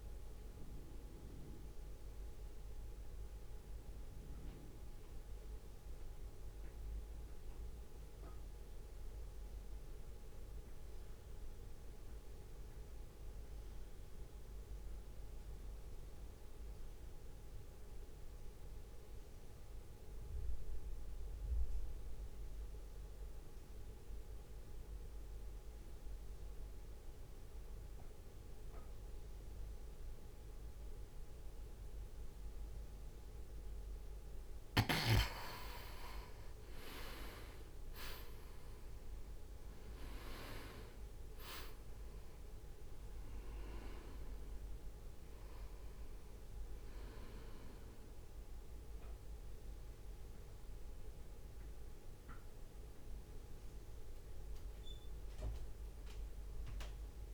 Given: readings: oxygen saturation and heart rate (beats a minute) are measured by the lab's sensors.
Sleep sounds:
breathing in sleep by a room microphone; 1
0.00-15.00 s: oxygen desaturation (device-marked, oxygen 89% lowest, heart rate 57 extreme)
0.50-33.50 s: mixed apnea (oxygen 98% before, 85% lowest, heart rate 64 before, 55 extreme, up 3 after)
29.00-57.34 s: oxygen desaturation (device-marked, oxygen 97% before, 85% lowest, heart rate 63 before, 55 extreme)
38.00-42.50 s: arousal
43.00-55.00 s: drop in pulse transit time (device-marked, heart rate 62 before, 55 extreme)
From the record:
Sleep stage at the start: N2 (light sleep); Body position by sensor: on the right side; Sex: male

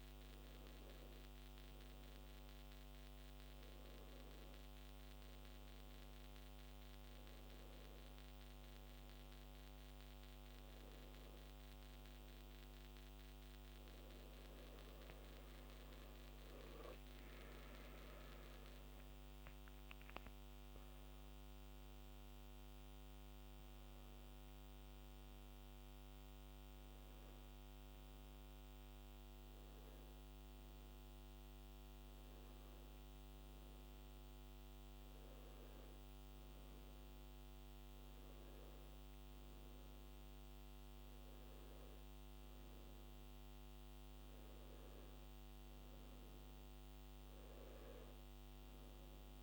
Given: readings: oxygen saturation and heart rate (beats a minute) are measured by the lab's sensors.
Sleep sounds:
breathing in sleep, hard to hear, by a microphone on the trachea; none
none scored
From the record:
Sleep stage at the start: N2 (light sleep); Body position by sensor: on the back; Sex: male

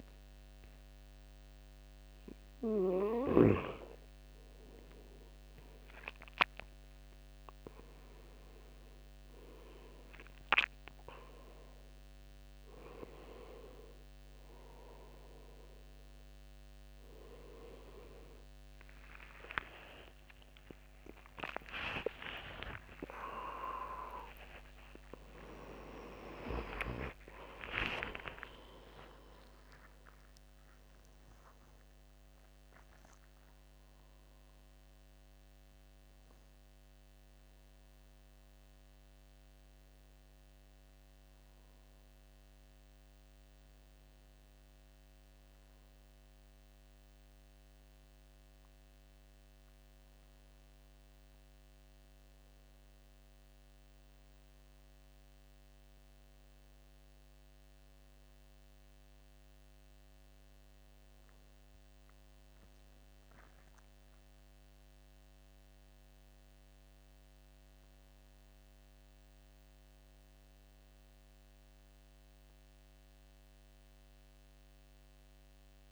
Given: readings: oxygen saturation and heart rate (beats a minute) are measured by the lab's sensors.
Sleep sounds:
breathing in sleep by a microphone on the trachea; none
21.50-29.00 s: arousal
72.00-75.92 s: new sleep stage, awake
From the record:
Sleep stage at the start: N2 (light sleep); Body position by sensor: on the back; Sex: male

